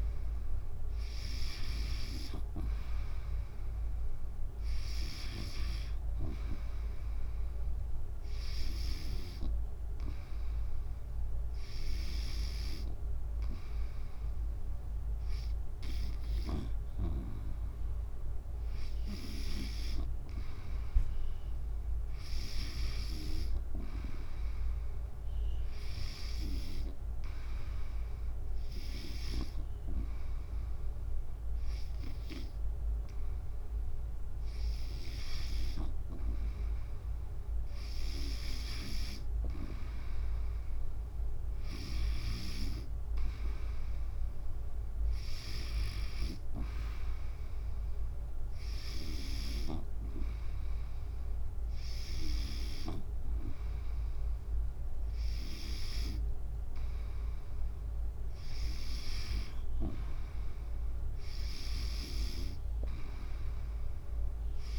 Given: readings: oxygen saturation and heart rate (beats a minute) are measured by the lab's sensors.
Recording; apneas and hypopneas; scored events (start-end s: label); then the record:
breathing in sleep by a room microphone; 1
0.00-7.50 s: oxygen desaturation (device-marked, oxygen 93% lowest, heart rate 71 extreme)
8.00-19.00 s: hypopnea (oxygen 96% before, 93% lowest, heart rate 67 before, 71 extreme, up 3 after)
21.50-24.50 s: arousal
49.50-53.00 s: snoring (device-marked)
From the record:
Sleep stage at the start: N2 (light sleep); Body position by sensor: on the back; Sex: female